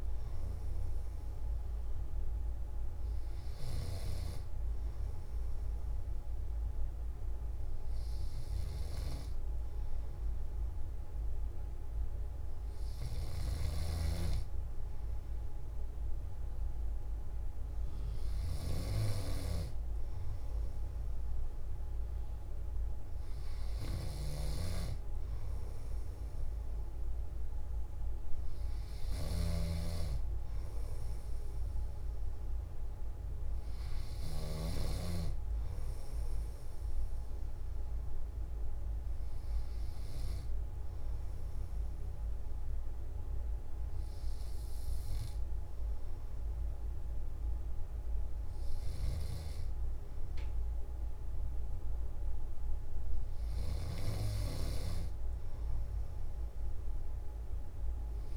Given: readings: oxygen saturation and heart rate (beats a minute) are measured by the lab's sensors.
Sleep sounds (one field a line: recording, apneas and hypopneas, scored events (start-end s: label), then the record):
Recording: breathing in sleep by a room microphone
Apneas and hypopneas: none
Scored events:
none scored
From the record:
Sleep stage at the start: N1 (lightest sleep)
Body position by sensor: on the back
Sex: male